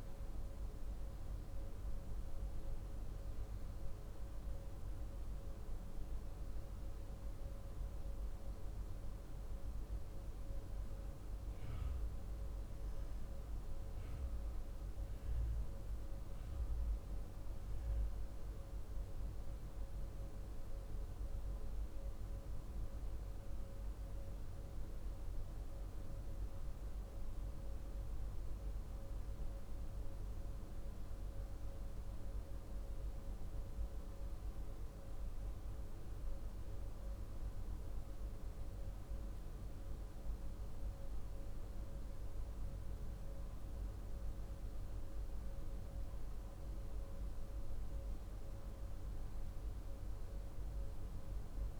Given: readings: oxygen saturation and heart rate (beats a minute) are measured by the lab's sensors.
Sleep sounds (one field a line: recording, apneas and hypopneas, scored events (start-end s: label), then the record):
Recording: breathing in sleep, hard to hear, by a room microphone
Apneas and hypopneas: none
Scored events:
none scored
From the record:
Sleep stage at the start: N2 (light sleep)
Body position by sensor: on the back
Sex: male